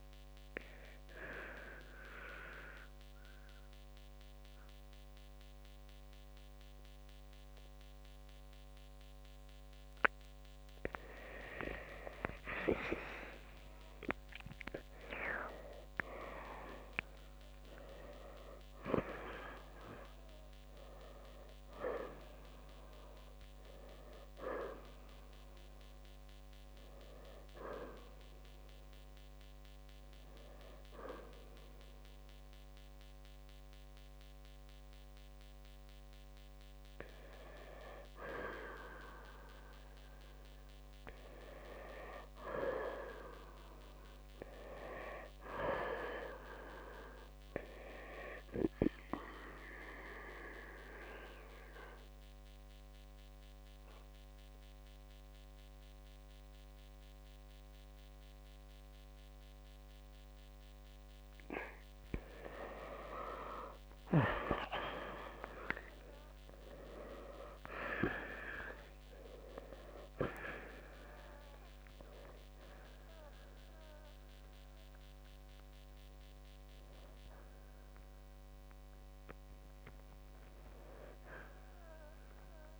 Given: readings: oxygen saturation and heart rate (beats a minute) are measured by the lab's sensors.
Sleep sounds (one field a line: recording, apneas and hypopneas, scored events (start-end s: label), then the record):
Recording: breathing in sleep by a microphone on the trachea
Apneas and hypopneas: 3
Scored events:
0.00-1.50 s: oxygen desaturation (device-marked, oxygen 86% lowest, heart rate 56 extreme)
1.50-11.50 s: central apnea (oxygen 92% before, 85% lowest, heart rate 64 before, 56 extreme, up 12 after)
10.50-20.50 s: oxygen desaturation (device-marked, oxygen 93% before, 89% lowest, heart rate 62 before, 57 extreme)
13.00-17.00 s: arousal
25.50-37.00 s: hypopnea (oxygen 93% before, 85% lowest, heart rate 62 before, 57 extreme, up 3 after)
37.50-52.50 s: oxygen desaturation (device-marked, oxygen 92% before, 85% lowest, heart rate 65 before, 58 extreme)
39.50-42.50 s: arousal
50.50-62.00 s: central apnea (oxygen 92% before, 87% lowest, heart rate 60 before, 58 extreme, up 13 after)
64.50-69.00 s: arousal
From the record:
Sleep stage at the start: N2 (light sleep)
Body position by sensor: on the right side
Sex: male